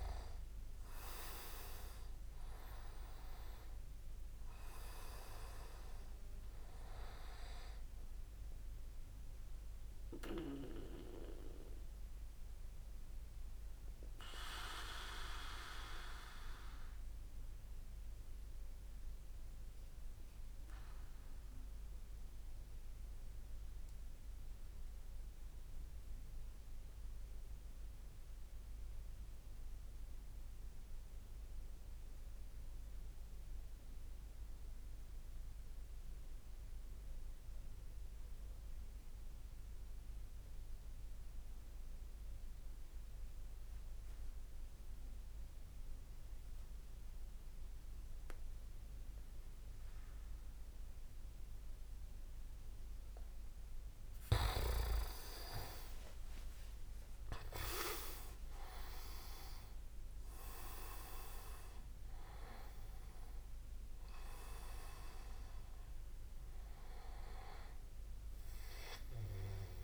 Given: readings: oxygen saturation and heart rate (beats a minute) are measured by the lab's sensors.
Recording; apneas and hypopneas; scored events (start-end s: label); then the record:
breathing in sleep by a room microphone; 1
0.00-2.00 s: arousal
0.00-12.50 s: oxygen desaturation (device-marked, oxygen 88% lowest)
10.00-51.50 s: obstructive apnea (oxygen 98% before, 87% lowest)
42.50-69.50 s: oxygen desaturation (device-marked, oxygen 98% before, 87% lowest)
55.50-59.50 s: arousal
From the record:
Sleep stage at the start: N2 (light sleep); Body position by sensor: on the back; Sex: male